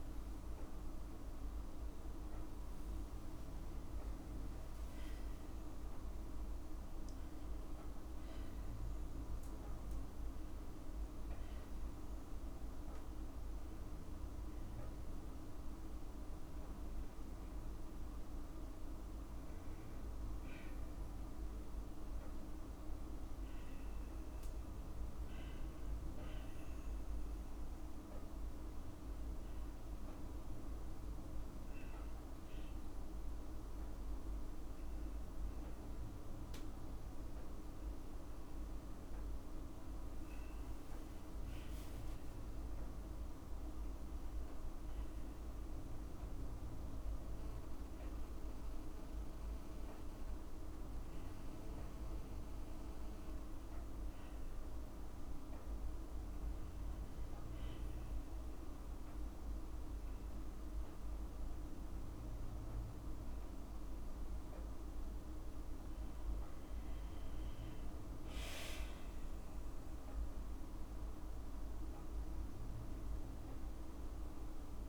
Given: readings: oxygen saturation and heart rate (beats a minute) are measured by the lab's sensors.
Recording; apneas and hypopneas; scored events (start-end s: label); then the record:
a person partly awake in a sleep study, hard to hear, by a room microphone; 1
6.50-74.89 s: new sleep stage, N2 (light sleep)
10.50-21.00 s: obstructive apnea (oxygen 97% before, 96% lowest, heart rate 63 before, 53 extreme, up 1 after)
23.50-27.50 s: arousal
From the record:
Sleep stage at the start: awake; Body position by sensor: on the back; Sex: female